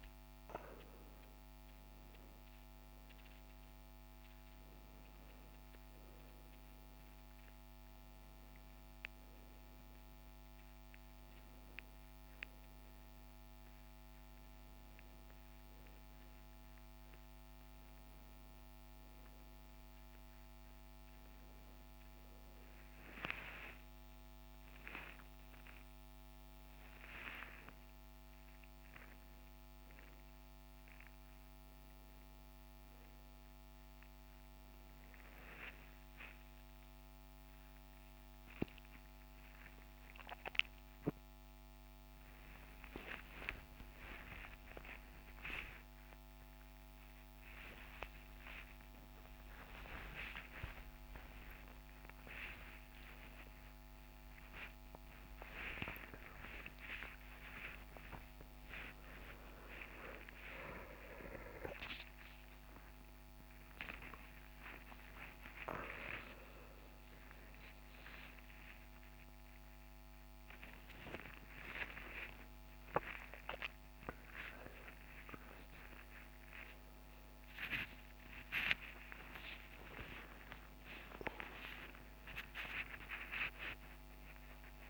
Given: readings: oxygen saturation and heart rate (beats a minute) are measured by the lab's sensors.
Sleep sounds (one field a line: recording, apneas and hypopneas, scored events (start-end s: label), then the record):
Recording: a person awake in a sleep study, by a microphone on the trachea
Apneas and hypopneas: none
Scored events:
72.50-83.50 s: oxygen desaturation (device-marked, oxygen 98% before, 95% lowest, heart rate 106 before, 44 extreme)
From the record:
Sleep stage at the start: awake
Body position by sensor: on the right side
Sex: male